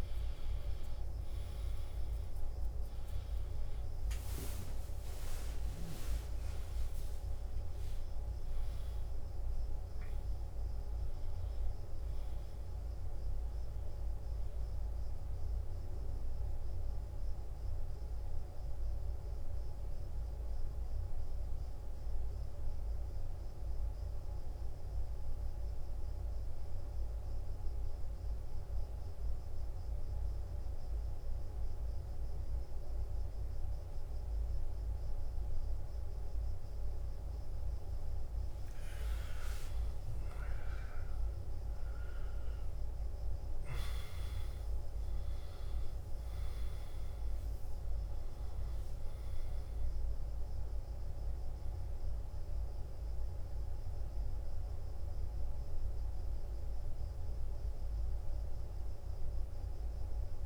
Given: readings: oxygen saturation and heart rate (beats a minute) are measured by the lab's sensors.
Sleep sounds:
breathing in sleep, hard to hear, by a room microphone; 1
0.00-17.50 s: oxygen desaturation (device-marked, oxygen 90% lowest, heart rate 55 extreme)
1.50-8.50 s: arousal
16.50-38.00 s: obstructive apnea (oxygen 97% before, 88% lowest, heart rate 72 before, 55 extreme, up 13 after)
36.50-60.46 s: oxygen desaturation (device-marked, oxygen 97% before, 89% lowest, heart rate 59 before, 55 extreme)
39.50-44.50 s: arousal
58.50-60.46 s: new sleep stage, N2 (light sleep)
From the record:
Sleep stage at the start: N1 (lightest sleep); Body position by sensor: on the back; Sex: male

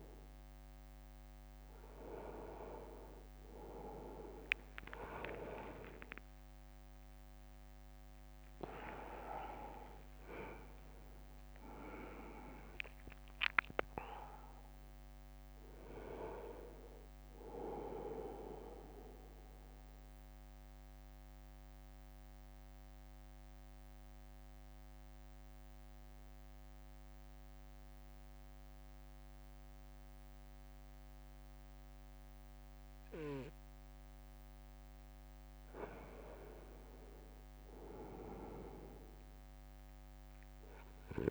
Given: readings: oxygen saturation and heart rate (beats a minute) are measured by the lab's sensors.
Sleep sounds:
breathing in sleep by a microphone on the trachea; 1
0.00-3.00 s: drop in pulse transit time (device-marked, heart rate 60 extreme)
4.00-8.00 s: arousal
10.00-23.00 s: drop in pulse transit time (device-marked, heart rate 65 before, 68 extreme)
19.00-35.50 s: mixed apnea (oxygen 97% before, 95% lowest, heart rate 69 before, 54 extreme, up 6 after)
38.00-41.31 s: drop in pulse transit time (device-marked, heart rate 63 before, 54 extreme)
38.50-41.31 s: arousal
From the record:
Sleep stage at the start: N2 (light sleep); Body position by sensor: on the front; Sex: male

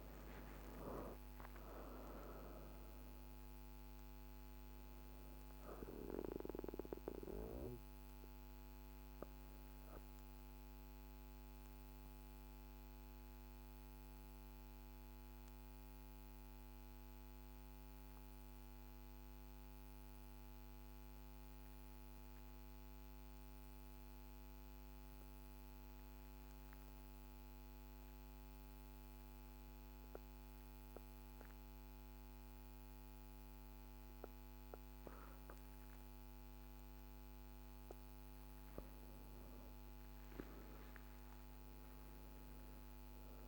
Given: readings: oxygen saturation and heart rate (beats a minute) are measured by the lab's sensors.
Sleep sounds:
breathing in sleep by a microphone on the trachea; 1
0.00-20.00 s: oxygen desaturation (device-marked, oxygen 88% lowest, heart rate 49 extreme)
9.00-38.00 s: obstructive apnea (oxygen 98% before, 87% lowest, heart rate 59 before, 49 extreme, up 2 after)
37.00-43.48 s: oxygen desaturation (device-marked, oxygen 98% before, 87% lowest, heart rate 52 before, 49 extreme)
41.50-43.48 s: arousal
From the record:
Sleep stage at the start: N2 (light sleep); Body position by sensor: on the back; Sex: female

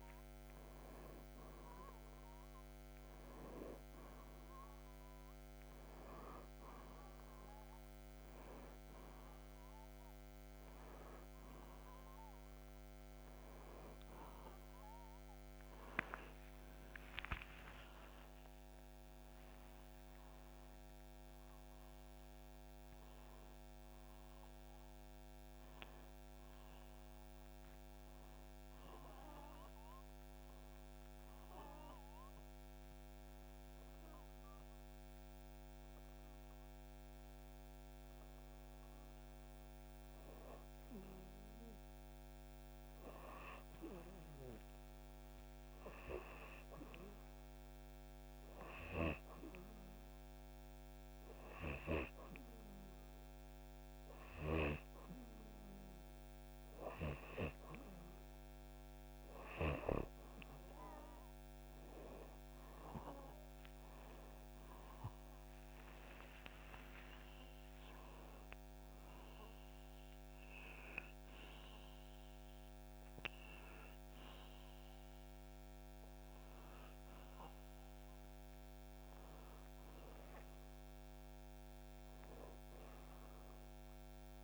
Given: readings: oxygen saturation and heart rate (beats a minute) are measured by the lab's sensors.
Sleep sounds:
breathing in sleep by a microphone on the trachea; 1
16.50-21.50 s: arousal
29.50-40.50 s: obstructive apnea (oxygen 96% before, 94% lowest)
44.50-48.50 s: arousal
66.00-70.00 s: arousal
From the record:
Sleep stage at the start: N2 (light sleep); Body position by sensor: upright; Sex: male

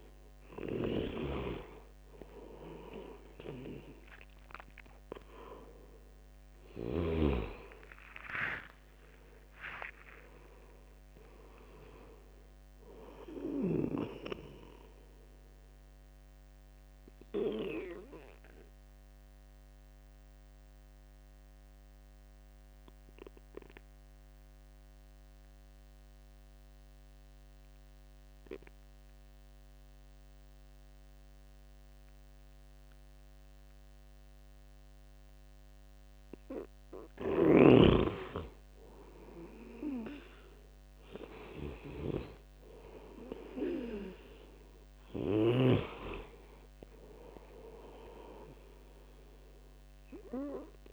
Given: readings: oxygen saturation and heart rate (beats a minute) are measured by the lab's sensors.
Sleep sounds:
breathing in sleep by a microphone on the trachea; 1
0.00-25.50 s: oxygen desaturation (device-marked, oxygen 87% lowest, heart rate 73 extreme)
8.00-12.00 s: arousal
17.50-36.00 s: obstructive apnea (oxygen 96% before, 87% lowest, heart rate 86 before, 72 extreme, up 8 after)
41.00-45.50 s: arousal
41.50-50.93 s: oxygen desaturation (device-marked, oxygen 99% before, 90% lowest, heart rate 75 before, 72 extreme)
From the record:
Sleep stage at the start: N2 (light sleep); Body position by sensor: on the right side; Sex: male

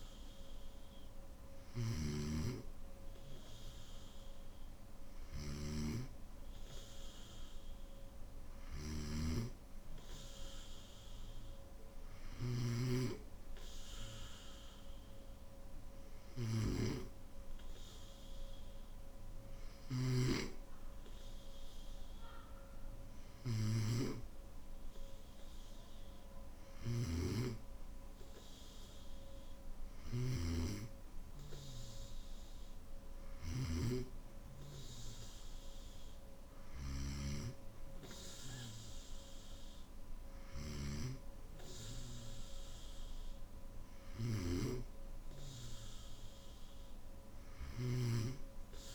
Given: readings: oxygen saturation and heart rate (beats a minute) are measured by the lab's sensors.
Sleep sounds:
breathing in sleep by a room microphone; none
0.00-12.50 s: snoring (device-marked)
26.50-37.00 s: snoring (device-marked)
47.50-48.95 s: snoring (device-marked)
From the record:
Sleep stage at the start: N1 (lightest sleep); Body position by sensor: on the back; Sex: male

